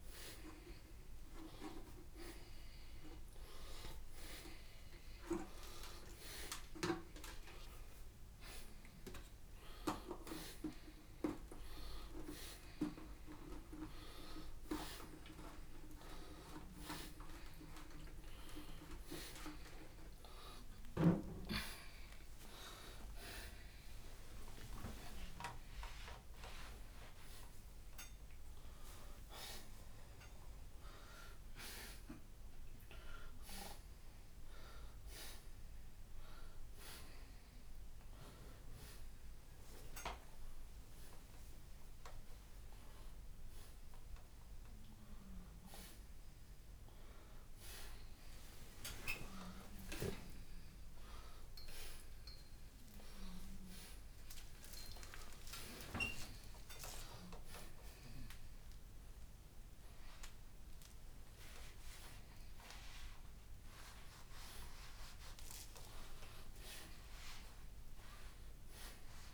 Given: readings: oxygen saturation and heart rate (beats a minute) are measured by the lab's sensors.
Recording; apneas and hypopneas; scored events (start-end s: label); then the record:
a person awake in a sleep study, by a room microphone; none
17.00-21.00 s: oxygen desaturation (device-marked, oxygen 89% before, 86% lowest, heart rate 126 before, 89 extreme)
38.00-52.00 s: oxygen desaturation (device-marked, oxygen 89% before, 83% lowest, heart rate 112 before, 85 extreme)
60.00-67.00 s: oxygen desaturation (device-marked, oxygen 92% before, 87% lowest, heart rate 125 before, 90 extreme)
From the record:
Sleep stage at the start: awake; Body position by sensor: upright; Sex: male